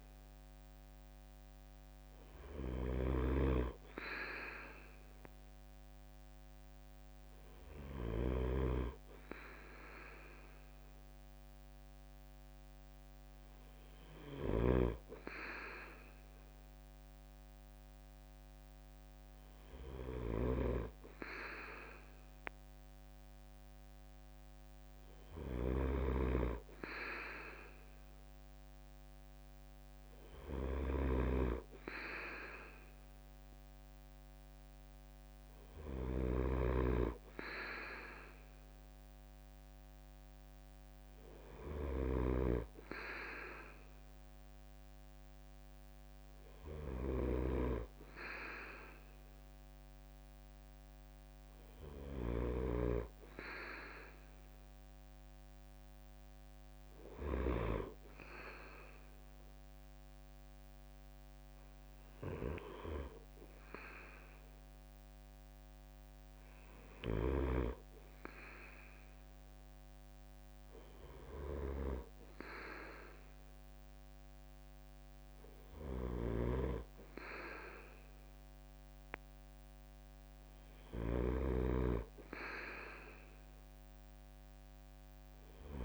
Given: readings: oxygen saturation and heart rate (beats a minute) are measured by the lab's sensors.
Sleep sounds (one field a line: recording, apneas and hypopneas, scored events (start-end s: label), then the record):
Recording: breathing in sleep by a microphone on the trachea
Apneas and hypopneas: none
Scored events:
0.00-8.00 s: snoring (device-marked)
14.00-57.50 s: snoring (device-marked)
66.50-85.85 s: snoring (device-marked)
From the record:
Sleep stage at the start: N2 (light sleep)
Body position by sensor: on the right side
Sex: male